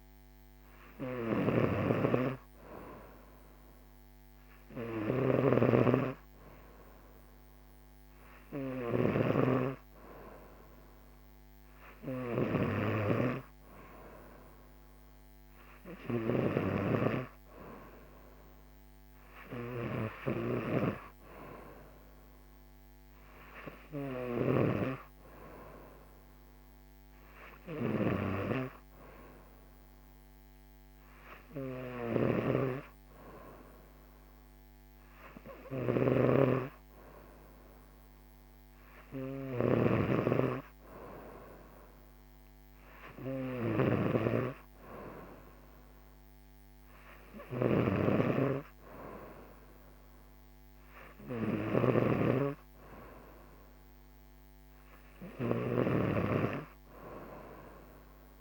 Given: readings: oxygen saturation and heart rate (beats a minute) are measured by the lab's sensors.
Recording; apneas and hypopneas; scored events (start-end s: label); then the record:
breathing in sleep by a microphone on the trachea; none
0.00-58.41 s: snoring (device-marked)
From the record:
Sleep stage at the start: N3 (deep sleep); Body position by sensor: on the right side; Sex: female